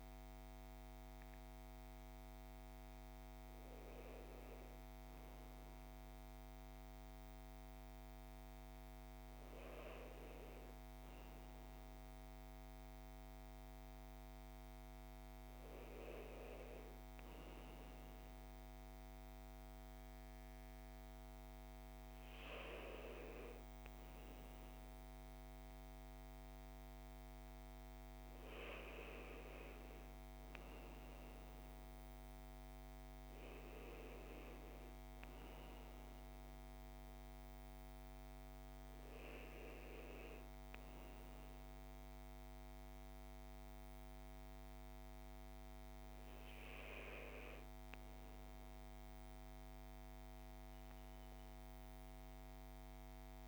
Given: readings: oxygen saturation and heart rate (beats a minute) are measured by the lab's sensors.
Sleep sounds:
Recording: breathing in sleep, hard to hear, by a microphone on the trachea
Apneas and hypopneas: none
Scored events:
none scored
From the record:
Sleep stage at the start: N1 (lightest sleep)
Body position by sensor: on the back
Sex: male

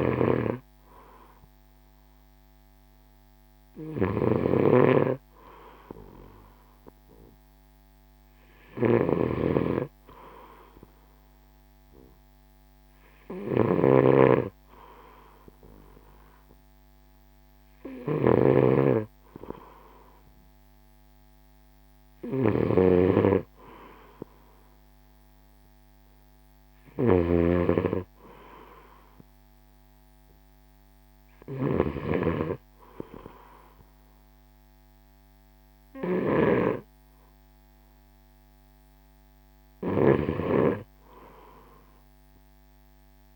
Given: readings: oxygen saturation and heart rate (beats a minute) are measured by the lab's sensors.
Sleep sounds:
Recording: breathing in sleep by a microphone on the trachea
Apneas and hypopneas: none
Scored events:
0.00-2.50 s: oxygen desaturation (device-marked, oxygen 91% lowest, heart rate 61 extreme)
0.00-43.36 s: snoring (device-marked)
31.50-43.36 s: new sleep stage, N3 (deep sleep)
From the record:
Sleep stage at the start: N2 (light sleep)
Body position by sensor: on the right side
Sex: male

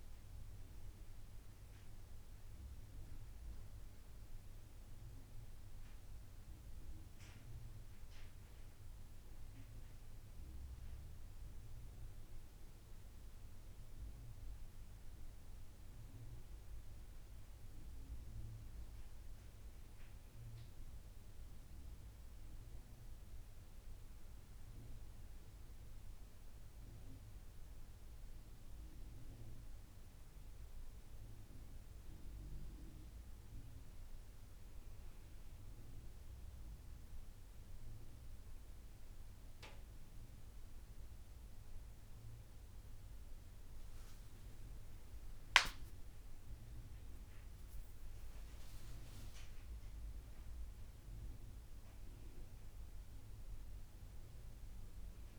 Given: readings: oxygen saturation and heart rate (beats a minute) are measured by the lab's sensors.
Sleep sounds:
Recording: breathing in sleep, hard to hear, by a room microphone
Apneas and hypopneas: none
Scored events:
44.50-48.00 s: arousal
From the record:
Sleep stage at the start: N2 (light sleep)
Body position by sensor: on the back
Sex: female

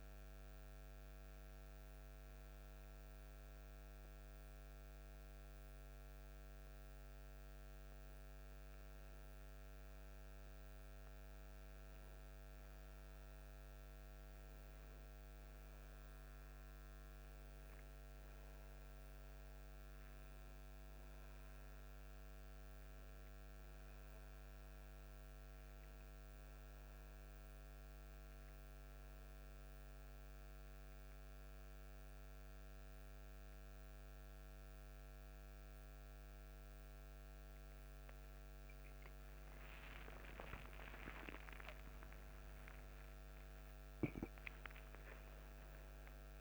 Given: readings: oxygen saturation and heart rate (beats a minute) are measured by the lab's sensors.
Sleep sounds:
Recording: a person partly awake in a sleep study, by a microphone on the trachea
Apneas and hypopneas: 1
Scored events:
12.50-42.50 s: new sleep stage, N1 (lightest sleep)
24.50-36.50 s: oxygen desaturation (device-marked, oxygen 96% before, 91% lowest, heart rate 54 before, 46 extreme)
26.00-39.00 s: hypopnea (oxygen 96% before, 88% lowest, heart rate 53 before, 46 extreme)
42.50-46.41 s: new sleep stage, awake
From the record:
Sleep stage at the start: awake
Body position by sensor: on the right side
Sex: male

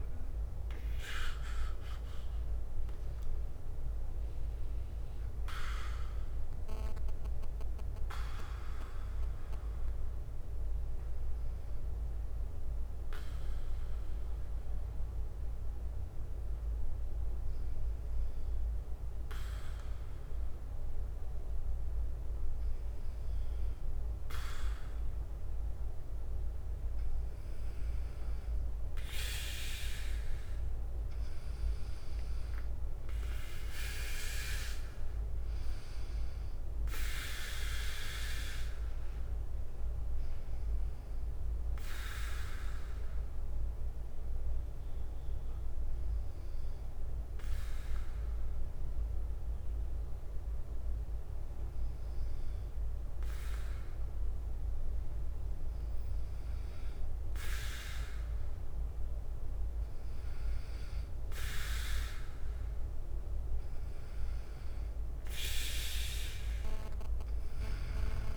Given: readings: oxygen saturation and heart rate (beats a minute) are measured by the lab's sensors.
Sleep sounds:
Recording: breathing in sleep by a room microphone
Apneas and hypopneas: 2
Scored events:
0.00-4.50 s: drop in pulse transit time (device-marked, heart rate 60 extreme)
0.00-19.50 s: oxygen desaturation (device-marked, oxygen 92% lowest, heart rate 54 extreme)
6.50-24.50 s: bradycardia (device-marked, heart rate 61 before, 54 extreme)
8.00-23.00 s: obstructive apnea (oxygen 96% before, 92% lowest, heart rate 64 before, 54 extreme, up 6 after)
30.00-33.50 s: arousal
33.50-57.50 s: oxygen desaturation (device-marked, oxygen 98% before, 92% lowest, heart rate 57 before, 53 extreme)
36.50-62.50 s: bradycardia (device-marked, heart rate 61 before, 54 extreme)
39.50-55.00 s: obstructive apnea (oxygen 98% before, 91% lowest, heart rate 60 before, 53 extreme, up 4 after)
61.50-65.00 s: arousal
From the record:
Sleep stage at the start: N2 (light sleep)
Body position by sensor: on the right side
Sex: male

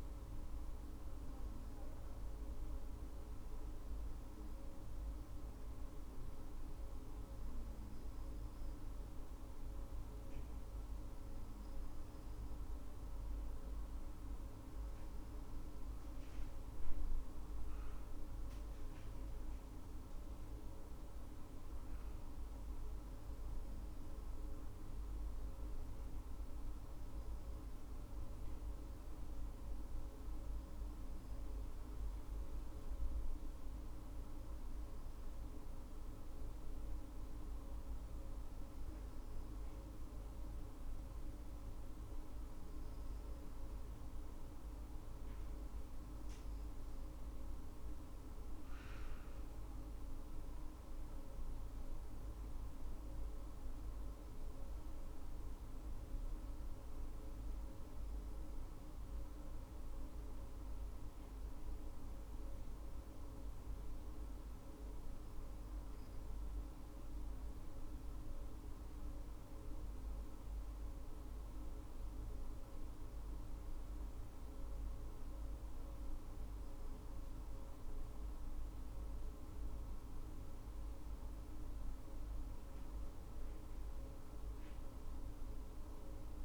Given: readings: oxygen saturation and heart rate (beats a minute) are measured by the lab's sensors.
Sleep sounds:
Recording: breathing in sleep, hard to hear, by a room microphone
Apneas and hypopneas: none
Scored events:
none scored
From the record:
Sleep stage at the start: N2 (light sleep)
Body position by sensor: on the right side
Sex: female

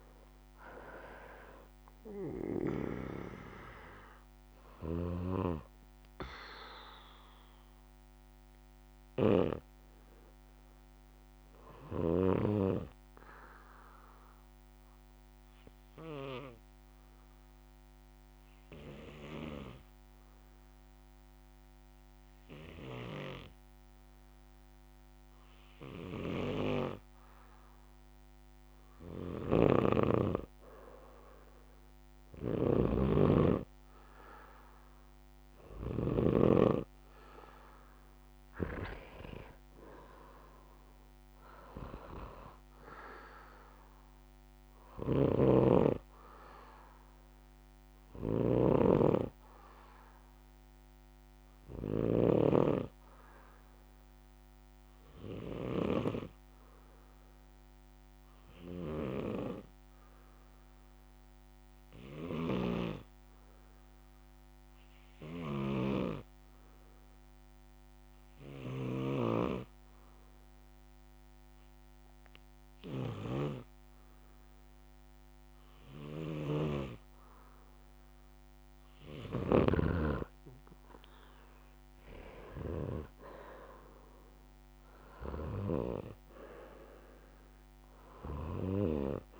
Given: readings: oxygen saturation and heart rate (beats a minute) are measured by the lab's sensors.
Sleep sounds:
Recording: breathing in sleep by a microphone on the trachea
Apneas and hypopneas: 2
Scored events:
0.00-13.50 s: oxygen desaturation (device-marked, oxygen 93% lowest, heart rate 63 extreme)
13.00-30.00 s: obstructive apnea (oxygen 98% before, 91% lowest, heart rate 68 before, 63 extreme, up 2 after)
28.50-59.50 s: oxygen desaturation (device-marked, oxygen 98% before, 91% lowest, heart rate 65 before, 63 extreme)
29.50-36.50 s: snoring (device-marked)
32.00-34.50 s: arousal
45.00-69.50 s: snoring (device-marked)
53.50-79.00 s: obstructive apnea (oxygen 97% before, 91% lowest, heart rate 68 before, 63 extreme, up 5 after)
70.50-89.40 s: oxygen desaturation (device-marked, oxygen 97% before, 91% lowest, heart rate 67 before, 63 extreme)
76.50-80.00 s: snoring (device-marked)
82.50-85.50 s: arousal
From the record:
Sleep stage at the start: N2 (light sleep)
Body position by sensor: on the back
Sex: male

